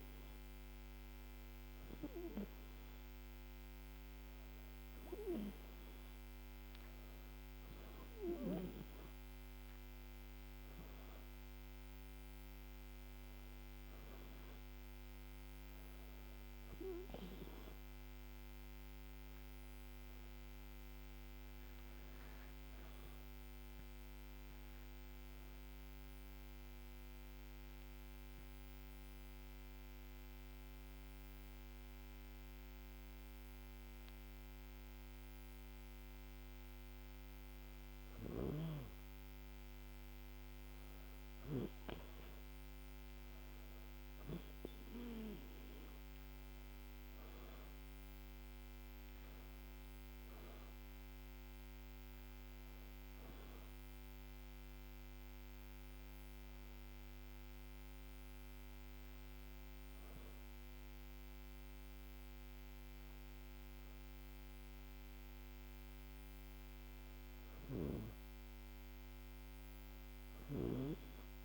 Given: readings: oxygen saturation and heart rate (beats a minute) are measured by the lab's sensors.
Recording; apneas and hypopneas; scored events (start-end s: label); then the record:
breathing in sleep by a microphone on the trachea; 1
17.50-21.50 s: arousal
25.00-38.50 s: hypopnea (oxygen 96% before, 95% lowest, heart rate 80 before, 76 extreme, up 2 after)
43.50-47.50 s: arousal
From the record:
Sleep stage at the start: N2 (light sleep); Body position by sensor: on the back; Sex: female